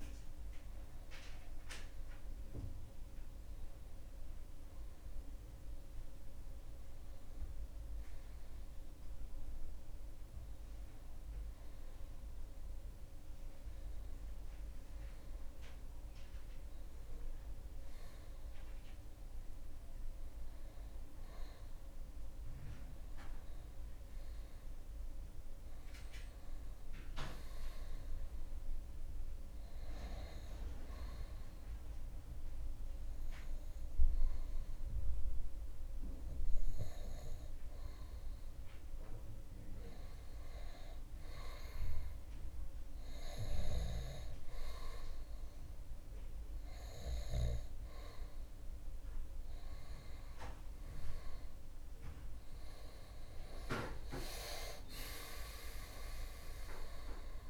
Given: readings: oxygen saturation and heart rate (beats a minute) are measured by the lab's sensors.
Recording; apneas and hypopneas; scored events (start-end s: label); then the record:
breathing in sleep by a room microphone; 1
20.50-57.49 s: new sleep stage, N2 (light sleep)
27.50-38.50 s: hypopnea (oxygen 99% before, 94% lowest)
45.00-48.50 s: arousal
From the record:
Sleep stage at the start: N1 (lightest sleep); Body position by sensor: on the back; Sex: male